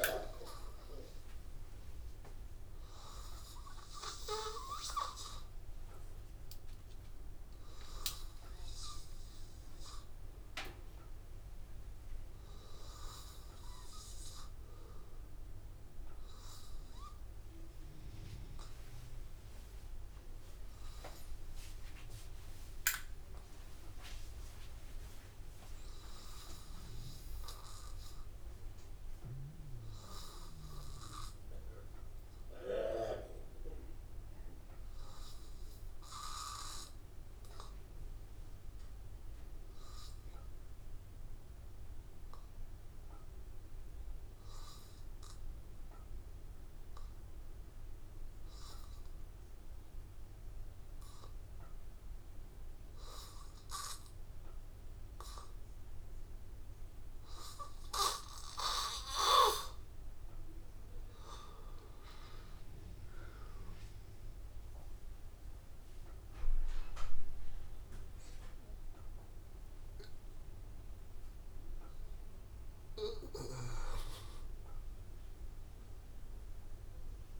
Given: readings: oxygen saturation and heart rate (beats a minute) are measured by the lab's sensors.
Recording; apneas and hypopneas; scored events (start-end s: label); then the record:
breathing in sleep by a room microphone; 1
10.00-12.00 s: long interval between heartbeats (device-marked, heart rate 76 before, 88 extreme)
31.00-34.00 s: arousal
37.00-60.00 s: obstructive apnea (oxygen 96% before, 91% lowest, heart rate 82 before, 80 extreme, up 3 after)
47.50-77.40 s: oxygen desaturation (device-marked, oxygen 95% before, 91% lowest, heart rate 82 before, 80 extreme)
63.00-66.50 s: arousal
From the record:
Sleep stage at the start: N2 (light sleep); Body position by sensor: on the back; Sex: male